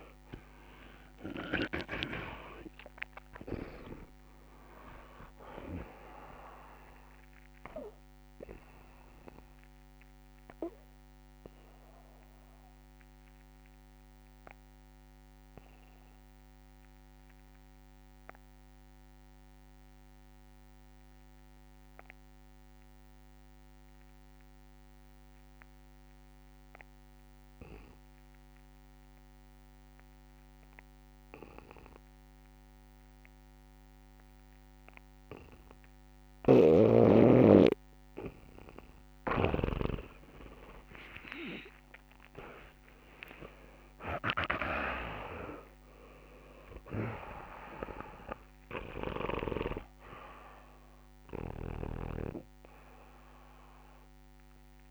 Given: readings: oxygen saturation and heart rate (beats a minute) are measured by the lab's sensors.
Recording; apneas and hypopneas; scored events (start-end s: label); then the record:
breathing in sleep by a microphone on the trachea; 1
0.00-2.50 s: arousal
0.00-21.00 s: oxygen desaturation (device-marked, oxygen 80% lowest, heart rate 50 extreme)
8.50-39.00 s: mixed apnea (oxygen 97% before, 80% lowest, heart rate 68 before, 39 extreme, up 19 after)
33.00-54.91 s: oxygen desaturation (device-marked, oxygen 100% before, 82% lowest, heart rate 72 before, 39 extreme)
36.00-44.50 s: snoring (device-marked)
40.50-44.00 s: arousal
41.50-43.50 s: long interval between heartbeats (device-marked, heart rate 70 before, 78 extreme)
45.50-47.50 s: long interval between heartbeats (device-marked, heart rate 72 before, 83 extreme)
49.50-51.50 s: long interval between heartbeats (device-marked, heart rate 72 before, 48 extreme)
From the record:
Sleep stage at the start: N2 (light sleep); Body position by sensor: on the back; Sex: male